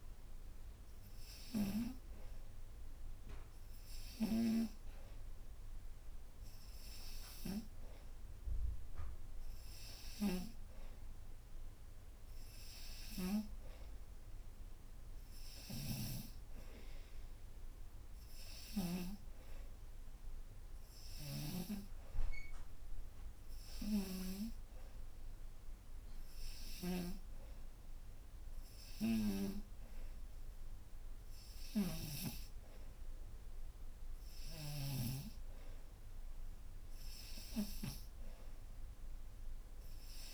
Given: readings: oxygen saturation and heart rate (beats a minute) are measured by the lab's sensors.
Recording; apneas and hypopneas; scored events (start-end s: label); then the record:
breathing in sleep by a room microphone; none
0.00-28.50 s: oxygen desaturation (device-marked, oxygen 92% lowest, heart rate 55 extreme)
26.50-32.00 s: snoring (device-marked)
From the record:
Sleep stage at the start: N2 (light sleep); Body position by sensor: upright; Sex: female